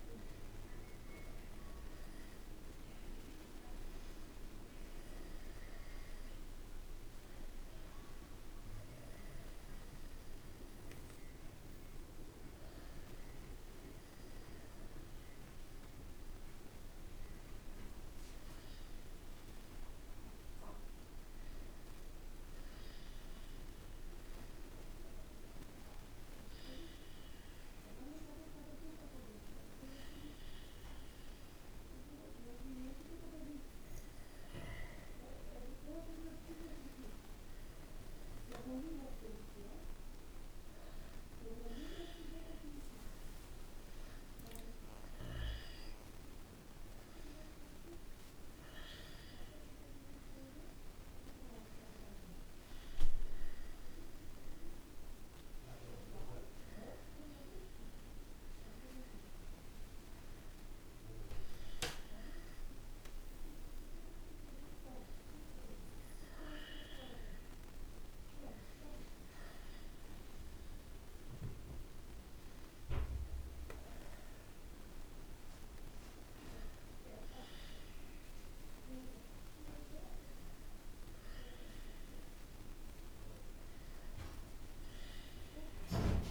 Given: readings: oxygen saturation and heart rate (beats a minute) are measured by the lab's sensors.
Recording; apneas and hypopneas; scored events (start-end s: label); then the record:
a person awake in a sleep study, by a room microphone; none
none scored
From the record:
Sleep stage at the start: awake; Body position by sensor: on the back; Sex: male